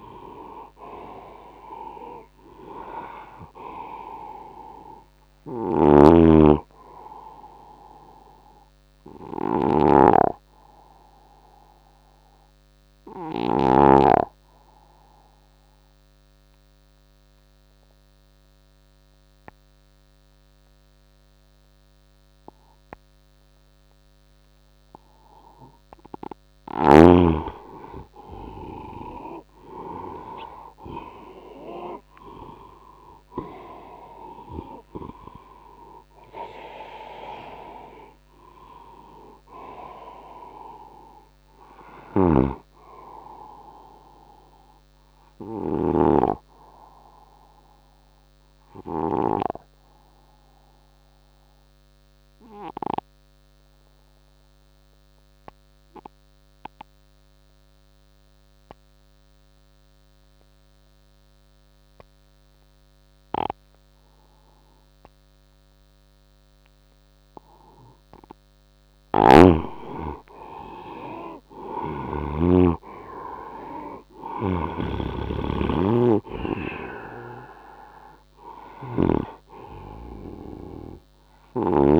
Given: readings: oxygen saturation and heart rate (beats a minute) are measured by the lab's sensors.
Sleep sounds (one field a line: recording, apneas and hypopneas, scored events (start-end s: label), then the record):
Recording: breathing in sleep by a microphone on the trachea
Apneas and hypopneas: 2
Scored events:
0.00-19.00 s: oxygen desaturation (device-marked, oxygen 91% lowest, heart rate 67 extreme)
4.00-25.00 s: obstructive apnea (oxygen 98% before, 90% lowest, heart rate 72 before, 67 extreme, up 9 after)
5.00-13.50 s: snoring (device-marked)
30.00-35.50 s: arousal
31.00-44.00 s: oxygen desaturation (device-marked, oxygen 98% before, 93% lowest, heart rate 79 before, 73 extreme)
41.50-49.00 s: snoring (device-marked)
44.50-68.00 s: obstructive apnea (oxygen 98% before, 90% lowest, heart rate 83 before, 69 extreme, up 3 after)
66.00-82.00 s: oxygen desaturation (device-marked, oxygen 99% before, 90% lowest, heart rate 77 before, 66 extreme)
68.50-72.00 s: snoring (device-marked)
71.50-75.50 s: arousal
74.00-79.00 s: snoring (device-marked)
81.00-82.00 s: snoring (device-marked)
From the record:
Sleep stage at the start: N2 (light sleep)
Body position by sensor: on the right side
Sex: male